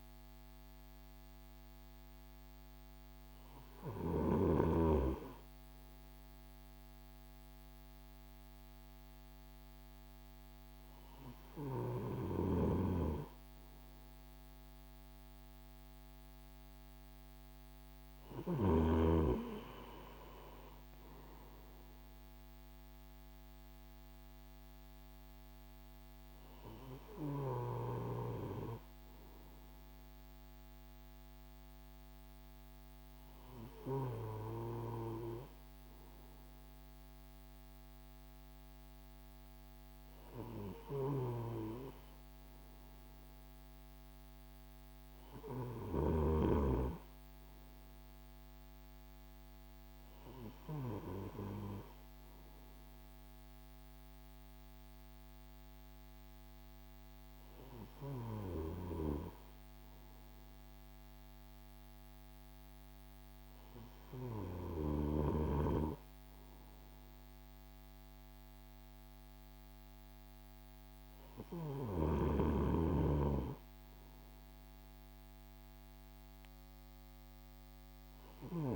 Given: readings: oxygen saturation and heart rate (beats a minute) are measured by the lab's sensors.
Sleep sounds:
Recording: breathing in sleep by a microphone on the trachea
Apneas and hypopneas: none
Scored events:
11.50-18.00 s: snoring (device-marked)
40.00-45.50 s: snoring (device-marked)
From the record:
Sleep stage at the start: N2 (light sleep)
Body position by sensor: on the right side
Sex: male

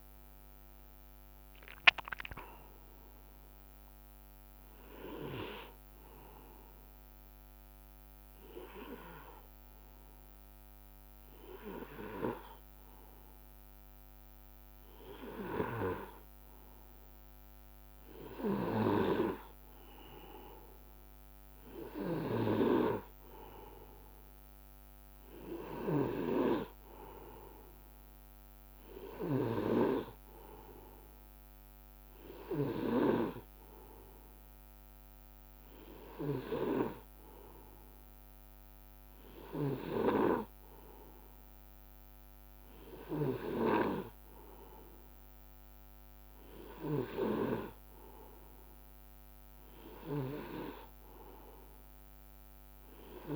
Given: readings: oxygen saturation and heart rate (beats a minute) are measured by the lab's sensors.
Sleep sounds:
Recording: breathing in sleep by a microphone on the trachea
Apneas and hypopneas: 1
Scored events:
0.00-2.50 s: arousal
7.00-19.00 s: hypopnea (oxygen 96% before, 94% lowest, heart rate 66 before, 58 extreme)
23.00-26.50 s: arousal
25.50-43.50 s: oxygen desaturation (device-marked, oxygen 97% before, 94% lowest, heart rate 62 before, 58 extreme)
From the record:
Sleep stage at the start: N2 (light sleep)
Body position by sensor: on the right side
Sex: male

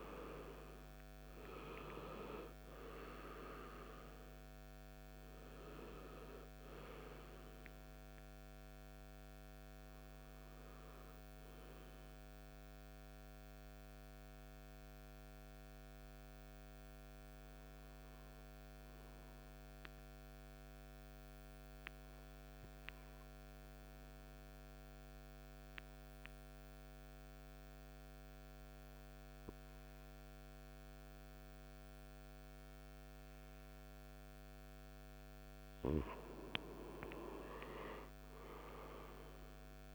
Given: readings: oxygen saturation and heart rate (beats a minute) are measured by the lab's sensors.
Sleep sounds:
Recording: breathing in sleep by a microphone on the trachea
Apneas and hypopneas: 1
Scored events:
19.50-33.50 s: obstructive apnea (oxygen 97% before, 95% lowest, heart rate 58 before, 52 extreme, up 4 after)
35.50-39.95 s: arousal
From the record:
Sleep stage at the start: N2 (light sleep)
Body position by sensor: on the right side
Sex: male

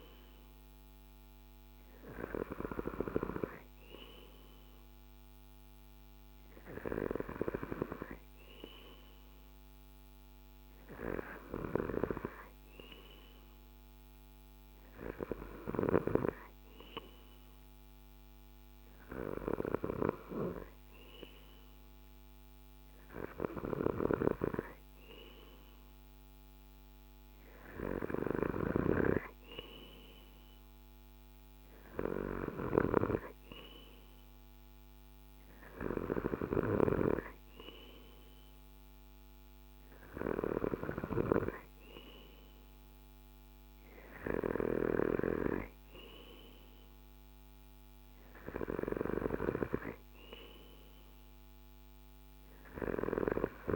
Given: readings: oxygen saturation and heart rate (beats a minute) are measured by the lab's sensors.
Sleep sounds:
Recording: breathing in sleep by a microphone on the trachea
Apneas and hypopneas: none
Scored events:
none scored
From the record:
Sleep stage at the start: N2 (light sleep)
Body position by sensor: on the left side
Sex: male

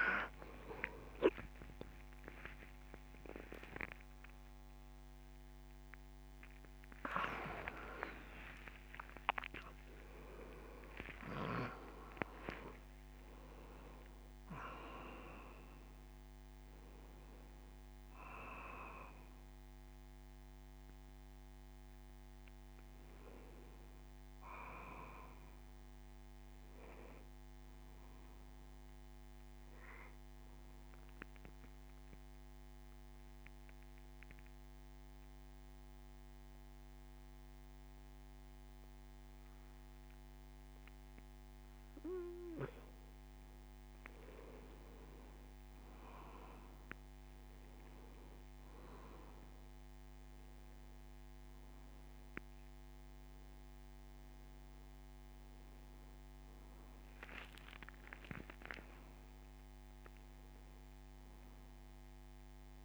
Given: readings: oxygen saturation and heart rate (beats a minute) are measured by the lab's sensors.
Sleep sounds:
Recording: a person partly awake in a sleep study, by a microphone on the trachea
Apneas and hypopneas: 1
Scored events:
15.50-62.85 s: new sleep stage, N2 (light sleep)
32.00-43.50 s: mixed apnea (oxygen 96% before, 91% lowest)
49.50-62.85 s: oxygen desaturation (device-marked, oxygen 96% before, 91% lowest)
58.00-62.85 s: arousal
From the record:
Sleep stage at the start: awake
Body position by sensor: on the back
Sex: male

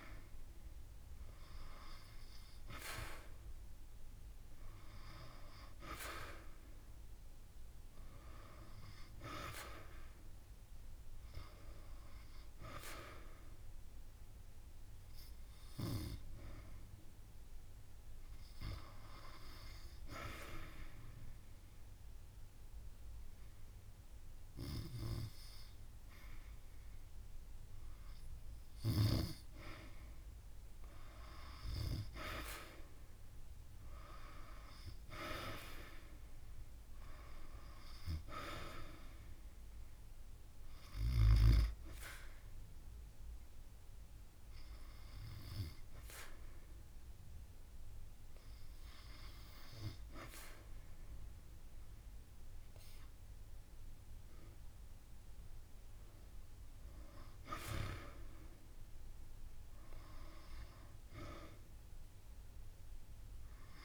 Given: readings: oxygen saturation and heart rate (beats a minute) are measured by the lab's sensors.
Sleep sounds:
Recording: breathing in sleep by a room microphone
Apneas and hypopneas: 2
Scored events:
13.00-26.50 s: hypopnea (oxygen 95% before, 93% lowest)
29.00-32.50 s: arousal
42.50-54.00 s: hypopnea (oxygen 95% before, 88% lowest)
56.00-59.50 s: arousal
From the record:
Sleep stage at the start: N2 (light sleep)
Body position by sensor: on the back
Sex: female

